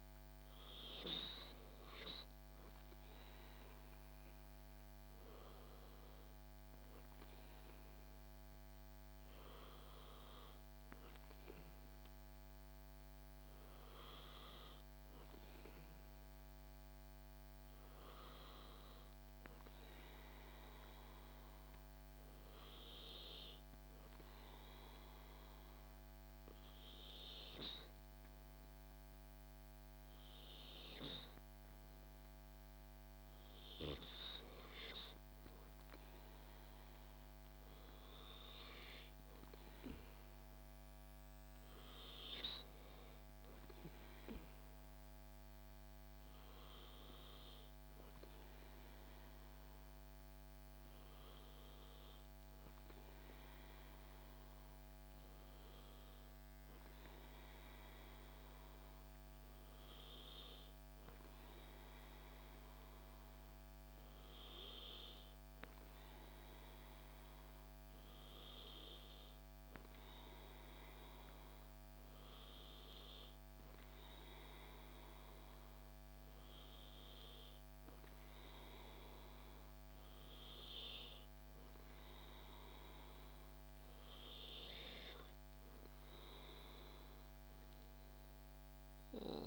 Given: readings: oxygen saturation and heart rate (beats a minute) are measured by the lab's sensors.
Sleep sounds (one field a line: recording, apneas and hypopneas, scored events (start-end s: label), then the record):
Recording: breathing in sleep by a microphone on the trachea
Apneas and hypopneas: 1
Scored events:
0.00-1.50 s: oxygen desaturation (device-marked, oxygen 92% lowest, heart rate 66 extreme)
20.00-32.50 s: hypopnea (oxygen 96% before, 93% lowest, heart rate 69 before, 66 extreme, up 2 after)
35.50-39.50 s: arousal
From the record:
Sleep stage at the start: N2 (light sleep)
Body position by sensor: on the back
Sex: male